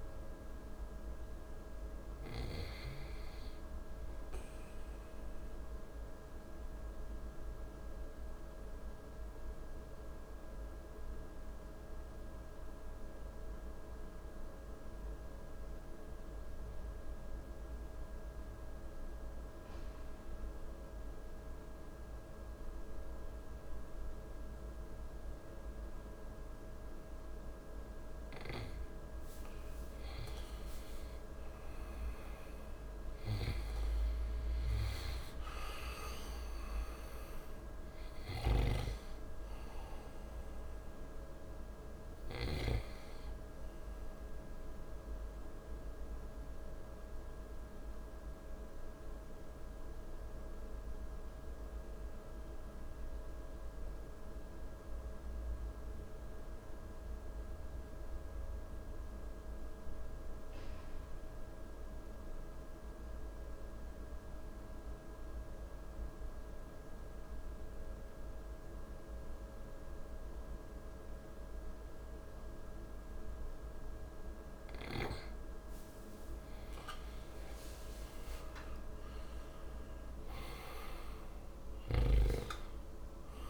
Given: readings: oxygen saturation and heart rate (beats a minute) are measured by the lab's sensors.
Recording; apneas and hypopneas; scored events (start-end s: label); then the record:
breathing in sleep, hard to hear, by a room microphone; 2
0.00-6.50 s: oxygen desaturation (device-marked, oxygen 93% lowest, heart rate 54 extreme)
5.50-27.50 s: obstructive apnea (oxygen 97% before, 93% lowest, heart rate 56 before, 52 extreme, up 22 after)
26.50-45.50 s: oxygen desaturation (device-marked, oxygen 97% before, 93% lowest, heart rate 55 before, 52 extreme)
30.00-34.00 s: arousal
45.50-74.50 s: mixed apnea (oxygen 97% before, 91% lowest, heart rate 66 before, 52 extreme, up 17 after)
71.50-83.49 s: oxygen desaturation (device-marked, oxygen 99% before, 91% lowest, heart rate 53 before, 52 extreme)
76.50-81.00 s: arousal
From the record:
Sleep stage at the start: N2 (light sleep); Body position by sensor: on the right side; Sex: male